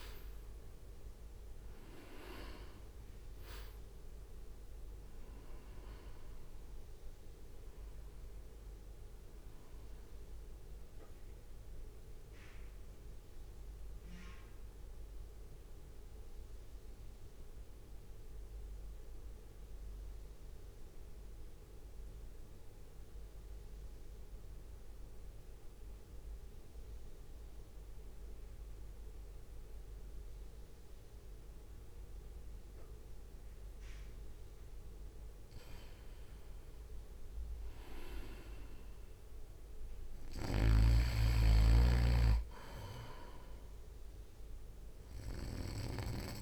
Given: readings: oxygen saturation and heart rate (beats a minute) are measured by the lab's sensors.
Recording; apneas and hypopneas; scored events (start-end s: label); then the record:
breathing in sleep by a room microphone; 1
0.00-4.00 s: arousal
0.00-25.50 s: oxygen desaturation (device-marked, oxygen 88% lowest, heart rate 54 extreme)
12.50-34.50 s: central apnea (oxygen 96% before, 86% lowest, heart rate 61 before, 57 extreme, up 5 after)
37.00-40.00 s: arousal
38.50-46.42 s: oxygen desaturation (device-marked, oxygen 98% before, 91% lowest, heart rate 64 before, 58 extreme)
From the record:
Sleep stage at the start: N2 (light sleep); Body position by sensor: on the right side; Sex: male